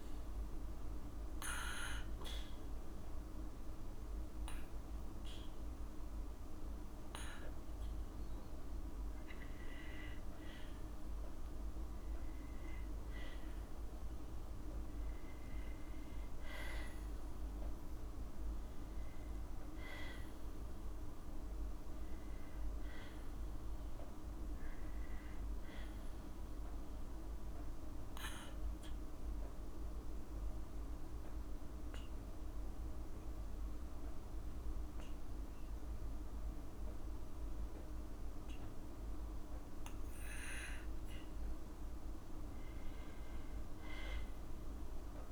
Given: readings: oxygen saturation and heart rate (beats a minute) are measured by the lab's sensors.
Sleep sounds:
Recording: breathing in sleep, hard to hear, by a room microphone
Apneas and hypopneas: 1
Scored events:
6.50-8.50 s: long interval between heartbeats (device-marked, heart rate 81 before, 90 extreme)
14.00-18.50 s: arousal
26.50-40.50 s: obstructive apnea (oxygen 95% before, 94% lowest, heart rate 84 before, 77 extreme, up 9 after)
From the record:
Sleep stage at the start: N2 (light sleep)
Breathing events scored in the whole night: 247 in 4.4 hours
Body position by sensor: on the back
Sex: female

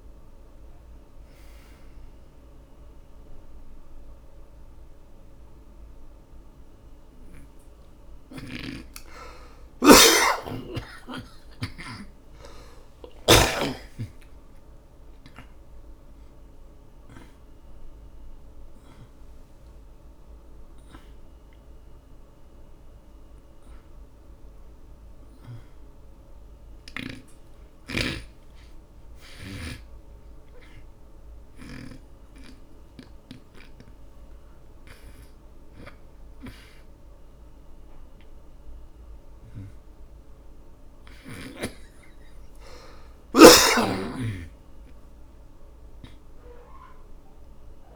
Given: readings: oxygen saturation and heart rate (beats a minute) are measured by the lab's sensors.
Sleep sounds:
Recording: a person awake in a sleep study, by a room microphone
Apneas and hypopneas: 1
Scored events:
1.50-18.50 s: oxygen desaturation (device-marked, oxygen 90% before, 83% lowest)
3.00-14.50 s: hypopnea (oxygen 94% before, 83% lowest)
8.50-12.50 s: snoring (device-marked)
9.50-39.50 s: new sleep stage, awake
25.50-35.50 s: oxygen desaturation (device-marked, oxygen 94% before, 87% lowest)
39.50-47.96 s: new sleep stage, N2 (light sleep)
From the record:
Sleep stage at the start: N2 (light sleep)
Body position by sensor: on the back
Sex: male

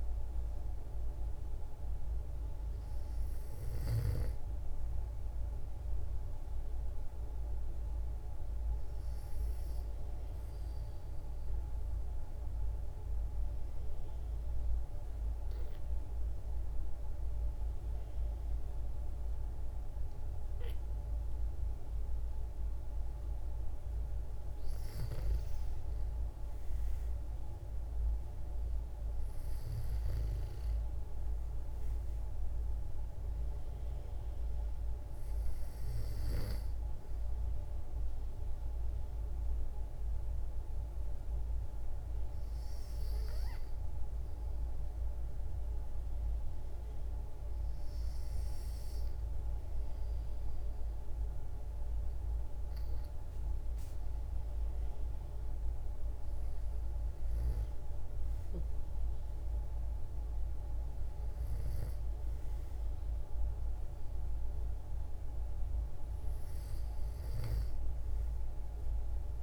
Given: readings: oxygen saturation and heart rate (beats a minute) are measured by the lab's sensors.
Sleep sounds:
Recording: breathing in sleep, hard to hear, by a room microphone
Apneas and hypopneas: 2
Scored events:
10.50-24.00 s: obstructive apnea (oxygen 95% before, 91% lowest, heart rate 61 before, 56 extreme, up 4 after)
26.00-30.00 s: arousal
28.50-49.50 s: oxygen desaturation (device-marked, oxygen 96% before, 91% lowest, heart rate 59 before, 56 extreme)
38.50-55.50 s: hypopnea (oxygen 96% before, 91% lowest, heart rate 60 before, 56 extreme, up 5 after)
57.00-60.50 s: arousal
From the record:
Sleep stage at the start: N2 (light sleep)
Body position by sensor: on the back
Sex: female

